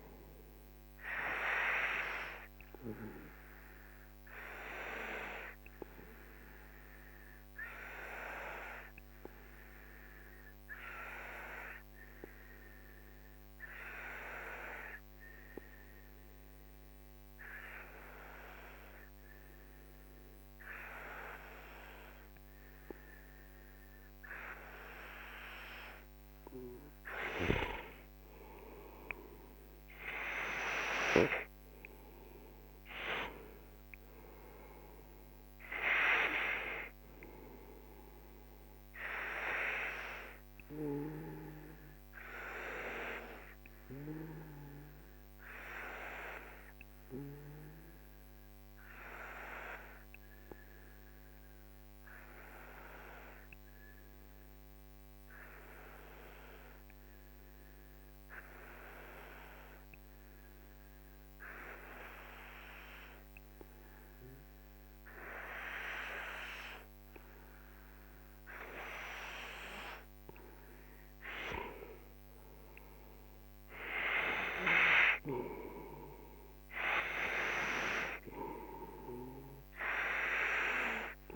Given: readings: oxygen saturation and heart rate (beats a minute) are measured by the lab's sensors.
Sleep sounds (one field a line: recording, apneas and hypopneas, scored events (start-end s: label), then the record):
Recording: breathing in sleep by a microphone on the trachea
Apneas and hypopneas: 2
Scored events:
2.00-24.50 s: obstructive apnea (oxygen 97% before, 93% lowest, heart rate 57 before, 43 extreme, up 15 after)
26.00-29.50 s: arousal
28.00-40.00 s: oxygen desaturation (device-marked, oxygen 97% before, 93% lowest, heart rate 48 before, 44 extreme)
40.50-70.00 s: obstructive apnea (oxygen 97% before, 93% lowest, heart rate 56 before, 44 extreme, up 9 after)
66.00-81.36 s: oxygen desaturation (device-marked, oxygen 97% before, 93% lowest, heart rate 48 before, 44 extreme)
71.50-77.00 s: arousal
From the record:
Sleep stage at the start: N2 (light sleep)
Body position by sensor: on the right side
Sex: male